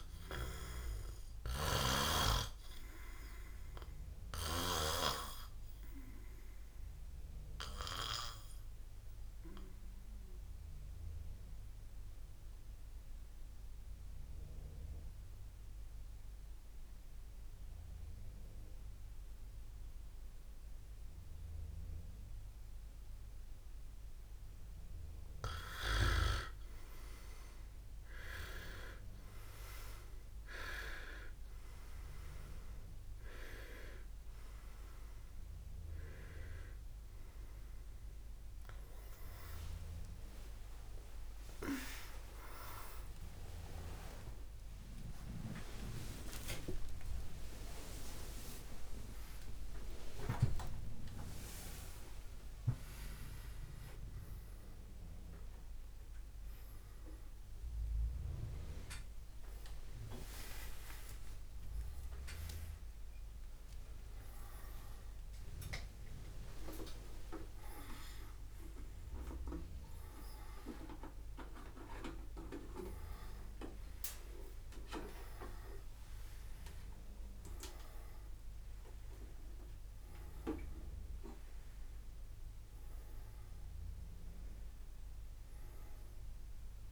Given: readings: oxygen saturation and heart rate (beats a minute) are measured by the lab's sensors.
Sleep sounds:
a person awake in a sleep study, by a room microphone; 1
1.50-5.00 s: snoring (device-marked)
2.00-25.00 s: obstructive apnea (oxygen 98% before, 92% lowest, heart rate 72 before, 51 extreme, up 24 after)
38.50-50.50 s: oxygen desaturation (device-marked, oxygen 99% before, 93% lowest, heart rate 63 before, 62 extreme)
41.50-86.92 s: new sleep stage, awake
72.50-86.92 s: oxygen desaturation (device-marked, oxygen 96% before, 92% lowest, heart rate 116 before, 26 extreme)
From the record:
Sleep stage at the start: N2 (light sleep); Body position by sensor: on the back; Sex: male

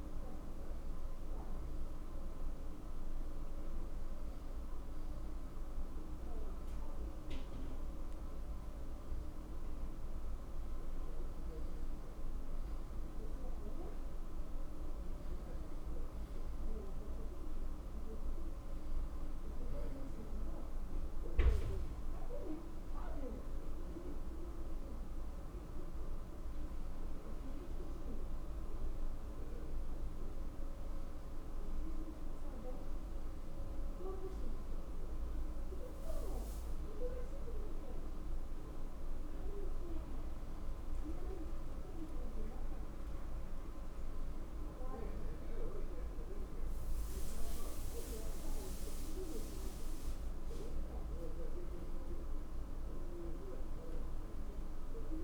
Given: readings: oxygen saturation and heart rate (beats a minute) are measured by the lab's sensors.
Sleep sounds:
breathing in sleep by a room microphone; none
none scored
From the record:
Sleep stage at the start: N1 (lightest sleep); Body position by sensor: on the back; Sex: male

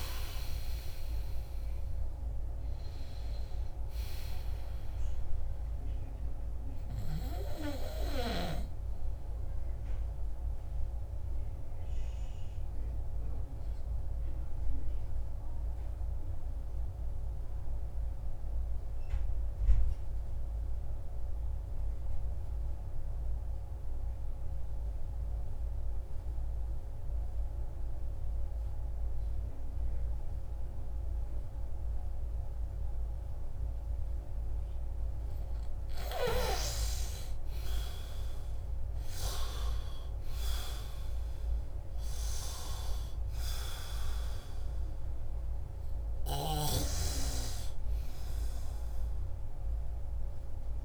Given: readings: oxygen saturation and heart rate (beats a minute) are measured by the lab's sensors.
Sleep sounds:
breathing in sleep by a room microphone; 1
10.50-34.00 s: obstructive apnea (oxygen 98% before, 91% lowest, heart rate 68 before, 80 extreme, up 49 after)
37.00-41.50 s: arousal
40.50-50.85 s: oxygen desaturation (device-marked, oxygen 98% before, 91% lowest, heart rate 152 before, 112 extreme)
From the record:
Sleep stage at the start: N2 (light sleep); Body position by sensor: on the back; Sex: male

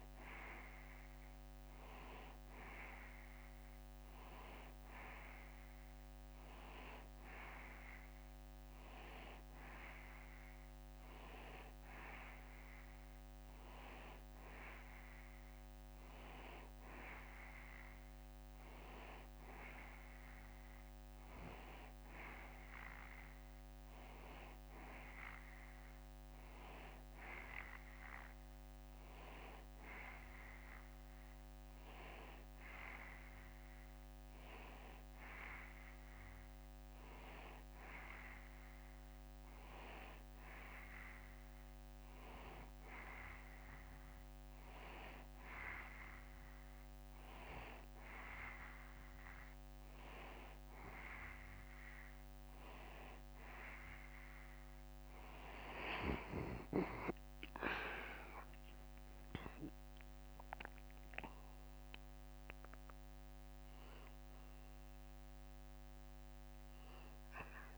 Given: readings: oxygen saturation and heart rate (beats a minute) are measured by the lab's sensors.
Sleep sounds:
breathing in sleep by a microphone on the trachea; none
57.50-62.00 s: arousal
From the record:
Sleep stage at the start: N2 (light sleep); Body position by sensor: on the back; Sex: male

